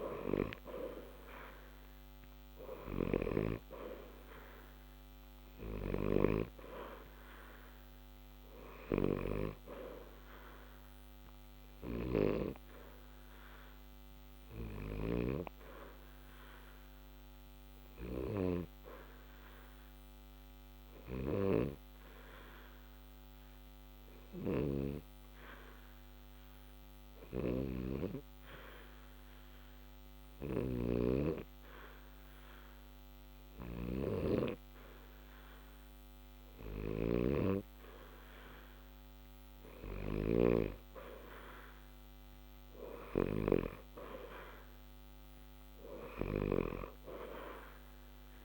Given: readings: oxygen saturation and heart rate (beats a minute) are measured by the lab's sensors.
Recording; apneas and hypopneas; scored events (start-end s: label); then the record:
breathing in sleep by a microphone on the trachea; 1
12.00-27.00 s: oxygen desaturation (device-marked, oxygen 91% before, 88% lowest, heart rate 60 before, 60 extreme)
16.50-33.50 s: hypopnea (oxygen 92% before, 88% lowest, heart rate 60 before, 60 extreme, up 0 after)
35.00-39.50 s: arousal
46.00-48.45 s: oxygen desaturation (device-marked, oxygen 92% before, 88% lowest, heart rate 60 before, 60 extreme)
From the record:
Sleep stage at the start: N2 (light sleep); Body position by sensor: on the back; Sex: male